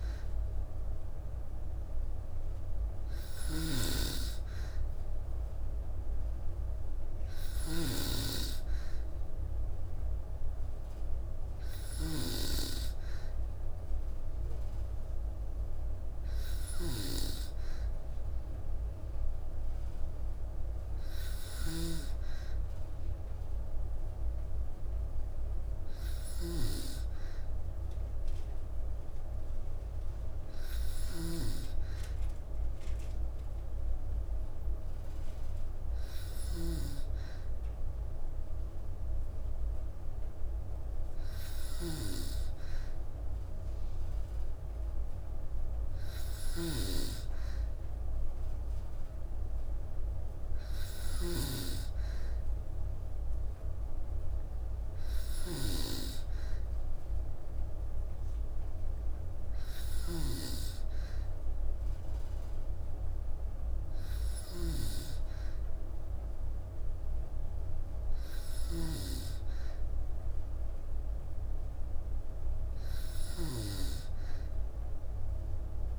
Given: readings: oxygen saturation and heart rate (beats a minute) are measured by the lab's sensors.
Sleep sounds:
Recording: breathing in sleep by a room microphone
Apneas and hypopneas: none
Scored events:
0.00-75.99 s: snoring (device-marked)
From the record:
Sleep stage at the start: N2 (light sleep)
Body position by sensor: on the back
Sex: female

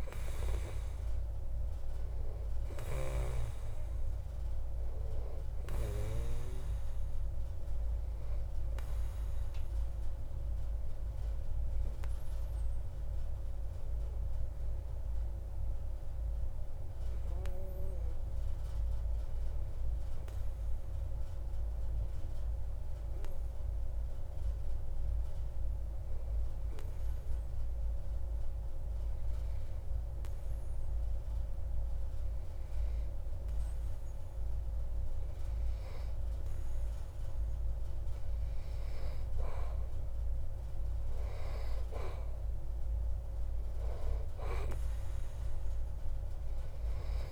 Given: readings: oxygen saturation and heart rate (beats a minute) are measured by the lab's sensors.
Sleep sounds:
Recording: breathing in sleep by a room microphone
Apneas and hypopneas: 1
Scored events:
0.00-20.50 s: oxygen desaturation (device-marked, oxygen 92% lowest)
18.00-38.00 s: hypopnea (oxygen 97% before, 91% lowest)
40.50-45.00 s: arousal
From the record:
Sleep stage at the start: N2 (light sleep)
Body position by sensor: on the back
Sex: male

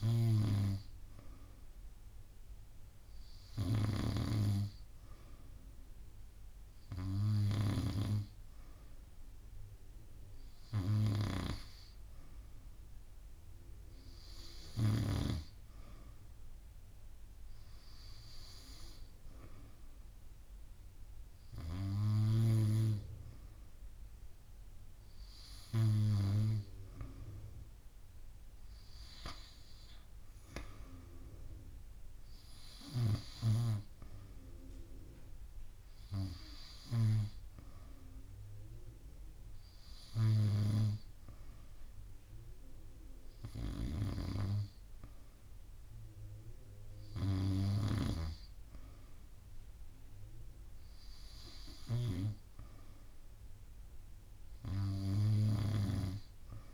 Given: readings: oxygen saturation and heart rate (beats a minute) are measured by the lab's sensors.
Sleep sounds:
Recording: breathing in sleep by a room microphone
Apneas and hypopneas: none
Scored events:
none scored
From the record:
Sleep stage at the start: N2 (light sleep)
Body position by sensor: on the back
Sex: female

